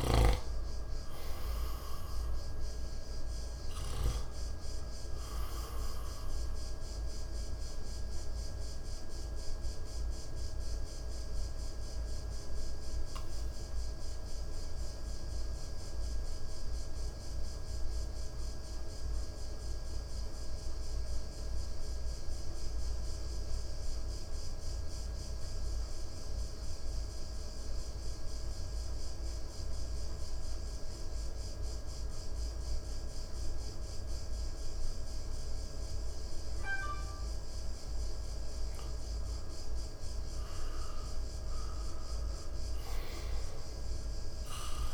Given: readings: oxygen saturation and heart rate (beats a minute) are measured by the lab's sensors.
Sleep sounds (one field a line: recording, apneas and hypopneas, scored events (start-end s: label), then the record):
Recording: breathing in sleep, hard to hear, by a room microphone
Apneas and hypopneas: 1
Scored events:
0.00-20.00 s: oxygen desaturation (device-marked, oxygen 85% lowest, heart rate 55 extreme)
6.50-40.50 s: mixed apnea (oxygen 95% before, 85% lowest, heart rate 63 before, 55 extreme, up 5 after)
38.00-44.94 s: oxygen desaturation (device-marked, oxygen 98% before, 89% lowest, heart rate 58 before, 56 extreme)
43.00-44.94 s: arousal
From the record:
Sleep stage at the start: N2 (light sleep)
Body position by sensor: on the right side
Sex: male